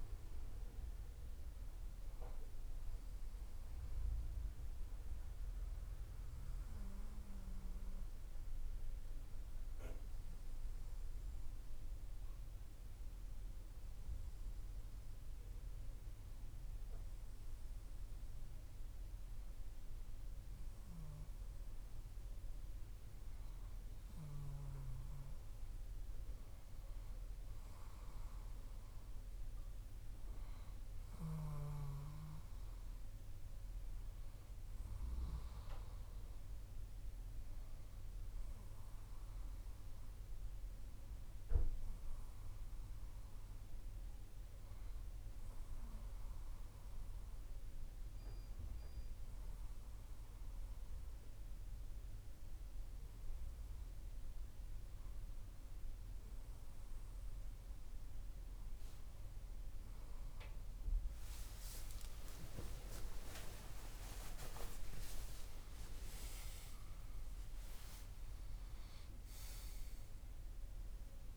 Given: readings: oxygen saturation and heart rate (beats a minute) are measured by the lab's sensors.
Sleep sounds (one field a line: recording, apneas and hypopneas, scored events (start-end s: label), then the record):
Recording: breathing in sleep by a room microphone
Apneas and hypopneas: 2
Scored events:
8.00-23.00 s: hypopnea (oxygen 96% before, 94% lowest, heart rate 60 before, 58 extreme, up 1 after)
26.00-30.00 s: arousal
46.00-60.50 s: hypopnea (oxygen 96% before, 94% lowest, heart rate 59 before, 58 extreme, up 30 after)
62.00-67.00 s: arousal
From the record:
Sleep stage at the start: N2 (light sleep)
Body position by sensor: on the back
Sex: male